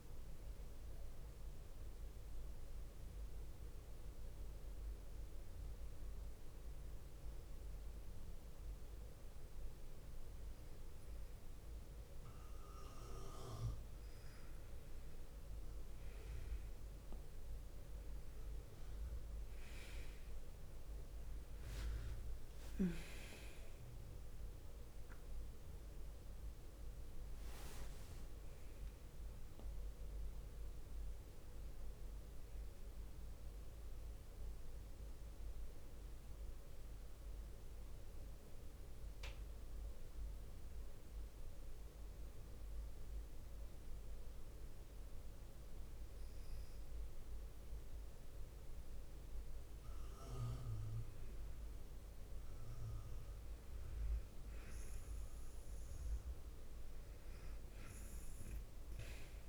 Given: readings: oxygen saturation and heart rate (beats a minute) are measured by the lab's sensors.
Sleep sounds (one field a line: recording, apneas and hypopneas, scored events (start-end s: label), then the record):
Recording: breathing in sleep, hard to hear, by a room microphone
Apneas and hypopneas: 2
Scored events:
0.00-3.50 s: oxygen desaturation (device-marked, oxygen 93% lowest, heart rate 52 extreme)
0.50-14.00 s: hypopnea (oxygen 97% before, 91% lowest, heart rate 63 before, 52 extreme, up 8 after)
14.50-41.50 s: oxygen desaturation (device-marked, oxygen 97% before, 91% lowest, heart rate 54 before, 53 extreme)
16.00-21.00 s: arousal
34.50-59.49 s: new sleep stage, N2 (light sleep)
38.00-49.00 s: hypopnea (oxygen 96% before, 92% lowest, heart rate 59 before, 53 extreme, up 4 after)
56.50-59.49 s: oxygen desaturation (device-marked, oxygen 97% before, 92% lowest, heart rate 55 before, 51 extreme)
From the record:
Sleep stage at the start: N1 (lightest sleep)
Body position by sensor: on the back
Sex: female